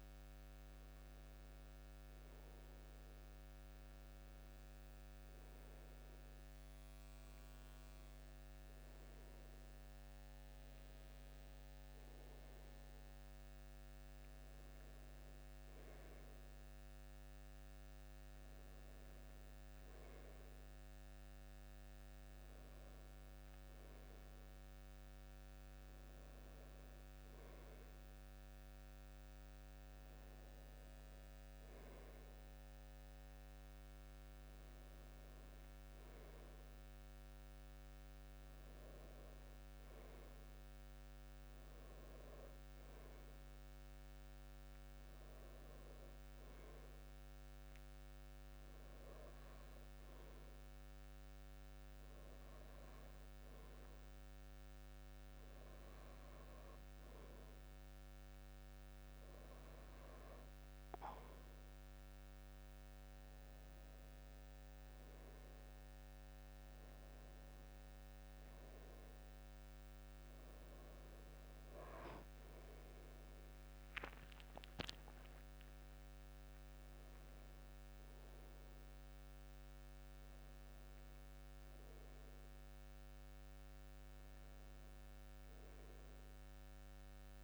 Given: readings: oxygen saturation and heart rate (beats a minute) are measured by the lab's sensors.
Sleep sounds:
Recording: breathing in sleep, hard to hear, by a microphone on the trachea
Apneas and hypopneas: none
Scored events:
73.50-77.50 s: arousal
From the record:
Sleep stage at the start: N2 (light sleep)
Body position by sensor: on the back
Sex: male

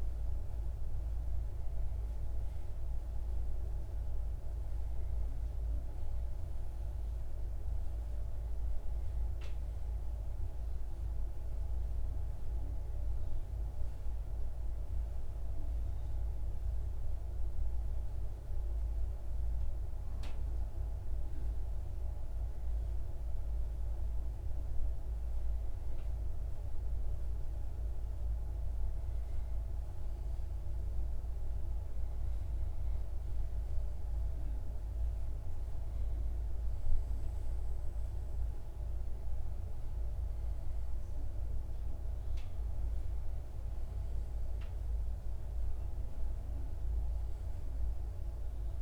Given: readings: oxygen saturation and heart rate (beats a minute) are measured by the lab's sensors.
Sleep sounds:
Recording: breathing in sleep, hard to hear, by a room microphone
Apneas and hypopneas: 1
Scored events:
13.50-24.00 s: hypopnea (oxygen 94% before, 94% lowest)
26.50-30.00 s: arousal
From the record:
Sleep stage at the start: N1 (lightest sleep)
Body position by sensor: on the back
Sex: male

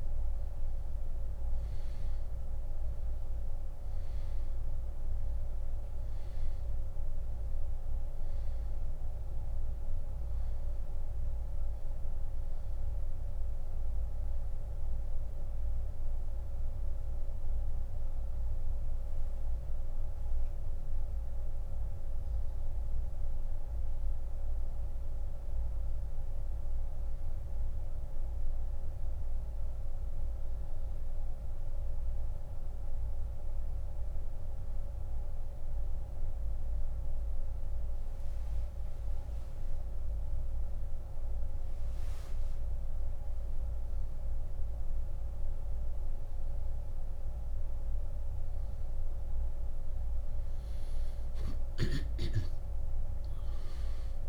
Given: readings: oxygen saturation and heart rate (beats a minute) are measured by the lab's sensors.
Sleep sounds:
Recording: breathing in sleep, hard to hear, by a room microphone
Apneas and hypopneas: 1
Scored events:
6.00-37.00 s: oxygen desaturation (device-marked, oxygen 95% before, 88% lowest)
19.00-44.50 s: mixed apnea (oxygen 95% before, 88% lowest)
47.50-52.00 s: arousal
From the record:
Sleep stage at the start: N2 (light sleep)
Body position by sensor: on the back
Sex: male

